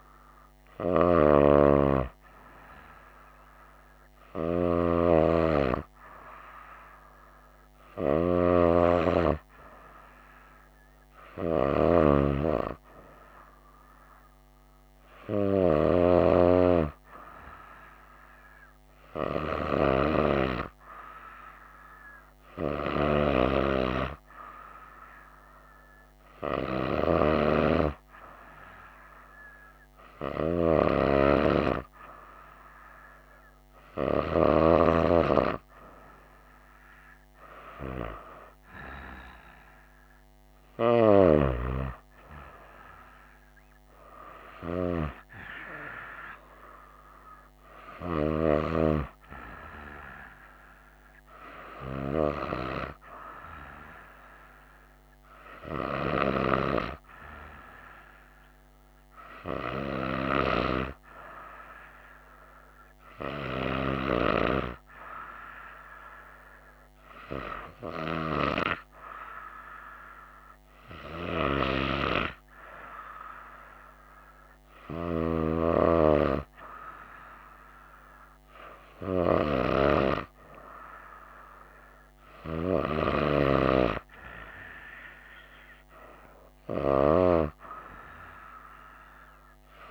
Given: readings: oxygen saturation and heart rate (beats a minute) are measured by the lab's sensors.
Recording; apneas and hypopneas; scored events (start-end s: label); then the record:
breathing in sleep by a microphone on the trachea; none
none scored
From the record:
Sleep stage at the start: N2 (light sleep); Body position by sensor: on the right side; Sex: female